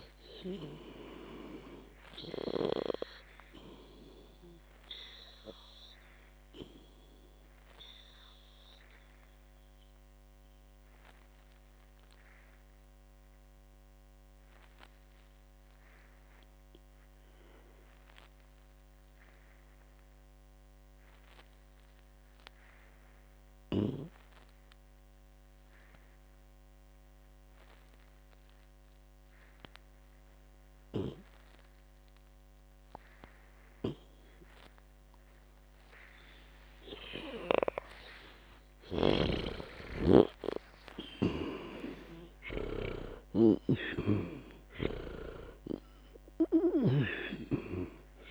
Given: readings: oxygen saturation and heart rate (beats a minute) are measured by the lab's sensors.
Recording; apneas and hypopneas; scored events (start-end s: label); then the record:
breathing in sleep by a microphone on the trachea; 1
0.00-22.00 s: oxygen desaturation (device-marked, oxygen 93% lowest, heart rate 55 extreme)
6.50-36.00 s: obstructive apnea (oxygen 99% before, 89% lowest, heart rate 92 before, 55 extreme)
38.50-42.50 s: arousal
39.50-47.50 s: snoring (device-marked)
41.00-48.31 s: oxygen desaturation (device-marked, oxygen 96% before, 89% lowest, heart rate 64 before, 55 extreme)
From the record:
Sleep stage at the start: N2 (light sleep); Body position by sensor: on the back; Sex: female